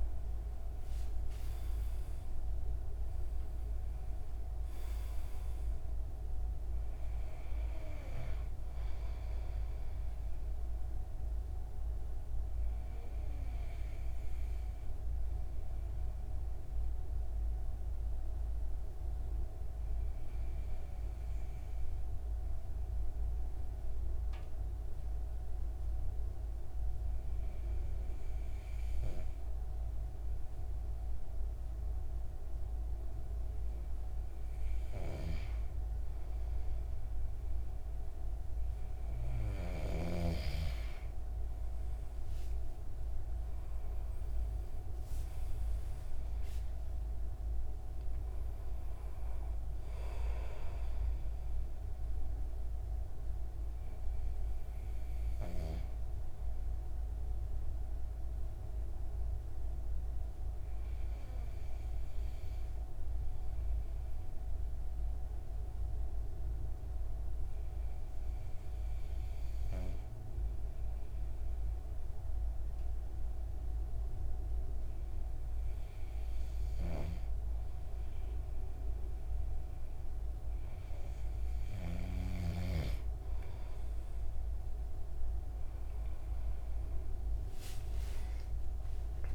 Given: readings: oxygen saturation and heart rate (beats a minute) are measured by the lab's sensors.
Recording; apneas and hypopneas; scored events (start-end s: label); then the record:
breathing in sleep by a room microphone; 2
0.00-1.00 s: arousal
0.00-17.00 s: oxygen desaturation (device-marked, oxygen 97% before, 92% lowest, heart rate 62 before, 66 extreme)
11.50-34.50 s: obstructive apnea (oxygen 97% before, 92% lowest, heart rate 74 before, 65 extreme, up 19 after)
43.50-48.50 s: arousal
57.00-81.00 s: obstructive apnea (oxygen 97% before, 93% lowest, heart rate 94 before, 65 extreme, up 12 after)
86.50-89.35 s: arousal
From the record:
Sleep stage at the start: N2 (light sleep); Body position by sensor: on the back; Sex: male